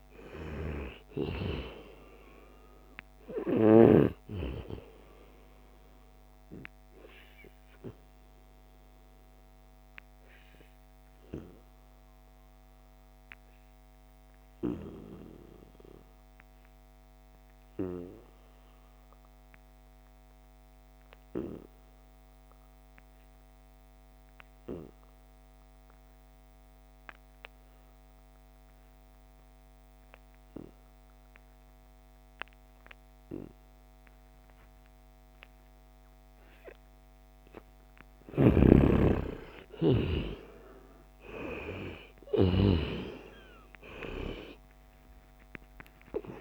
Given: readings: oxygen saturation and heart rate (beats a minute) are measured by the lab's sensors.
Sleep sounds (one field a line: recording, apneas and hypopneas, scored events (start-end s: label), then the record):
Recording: breathing in sleep by a microphone on the trachea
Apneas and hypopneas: 1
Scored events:
0.00-19.00 s: oxygen desaturation (device-marked, oxygen 89% lowest, heart rate 69 extreme)
5.50-38.00 s: obstructive apnea (oxygen 98% before, 88% lowest, heart rate 75 before, 69 extreme, up 4 after)
34.00-46.41 s: oxygen desaturation (device-marked, oxygen 97% before, 88% lowest, heart rate 72 before, 69 extreme)
40.00-45.00 s: arousal
From the record:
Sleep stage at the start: N2 (light sleep)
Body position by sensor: on the right side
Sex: male